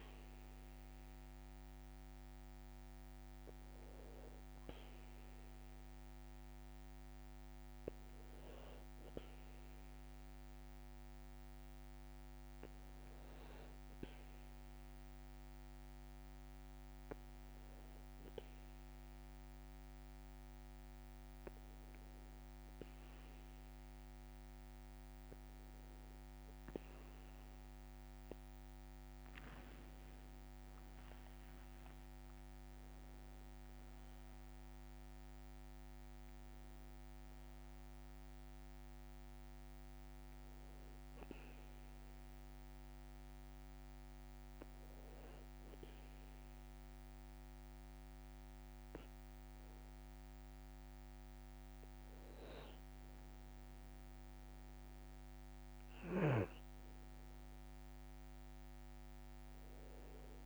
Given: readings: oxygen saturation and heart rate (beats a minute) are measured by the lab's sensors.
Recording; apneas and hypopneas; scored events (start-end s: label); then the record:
breathing in sleep, hard to hear, by a microphone on the trachea; 2
11.50-25.50 s: hypopnea (oxygen 98% before, 96% lowest, heart rate 57 before, 56 extreme, up 5 after)
30.00-34.00 s: arousal
41.00-52.00 s: hypopnea (oxygen 97% before, 96% lowest, heart rate 60 before, 55 extreme, up 0 after)
58.50-60.46 s: arousal
From the record:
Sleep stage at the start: N2 (light sleep); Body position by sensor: on the back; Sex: male